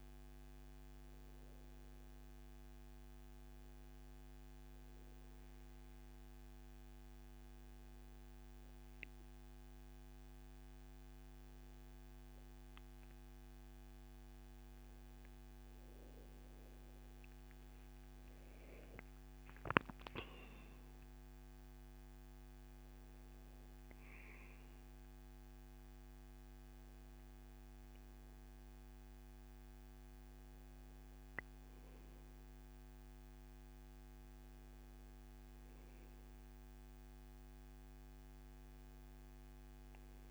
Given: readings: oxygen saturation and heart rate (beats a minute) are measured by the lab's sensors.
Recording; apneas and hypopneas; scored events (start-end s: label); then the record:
breathing in sleep, hard to hear, by a microphone on the trachea; none
0.00-1.00 s: long interval between heartbeats (device-marked, heart rate 95 extreme)
19.00-24.00 s: arousal
38.00-40.31 s: new sleep stage, N2 (light sleep)
From the record:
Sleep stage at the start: N1 (lightest sleep); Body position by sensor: on the back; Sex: male